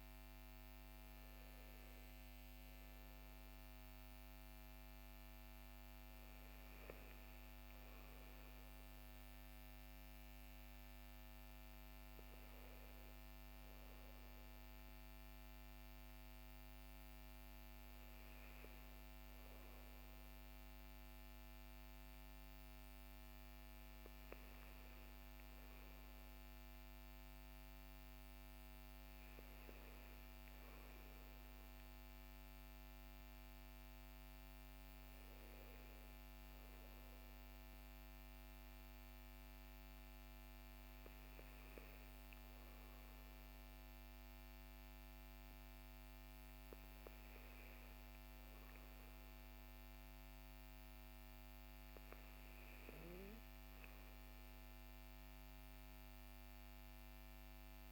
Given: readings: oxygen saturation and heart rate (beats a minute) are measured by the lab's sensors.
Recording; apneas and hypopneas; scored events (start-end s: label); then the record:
breathing in sleep, hard to hear, by a microphone on the trachea; none
none scored
From the record:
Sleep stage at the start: N2 (light sleep); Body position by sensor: on the back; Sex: male